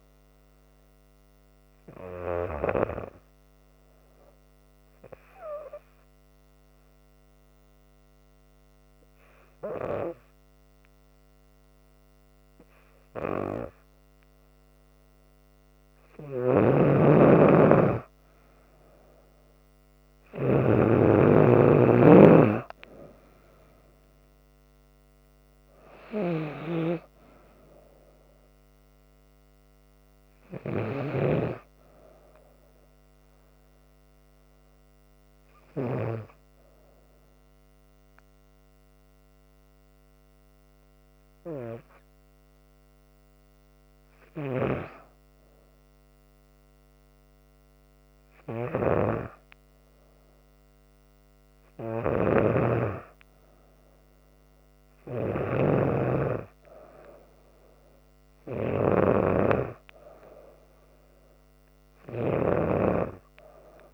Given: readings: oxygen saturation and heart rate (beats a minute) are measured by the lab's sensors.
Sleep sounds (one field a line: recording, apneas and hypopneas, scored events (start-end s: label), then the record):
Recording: breathing in sleep by a microphone on the trachea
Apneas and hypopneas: 2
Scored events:
3.50-16.00 s: hypopnea (oxygen 96% before, 92% lowest, heart rate 69 before, 65 extreme, up 2 after)
16.00-20.50 s: snoring (device-marked)
17.00-20.50 s: arousal
24.50-45.50 s: oxygen desaturation (device-marked, oxygen 96% before, 92% lowest, heart rate 71 before, 65 extreme)
33.00-44.50 s: hypopnea (oxygen 96% before, 92% lowest, heart rate 72 before, 66 extreme, up 6 after)
46.50-49.50 s: arousal
52.00-62.50 s: snoring (device-marked)
From the record:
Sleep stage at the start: N2 (light sleep)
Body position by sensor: on the back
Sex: female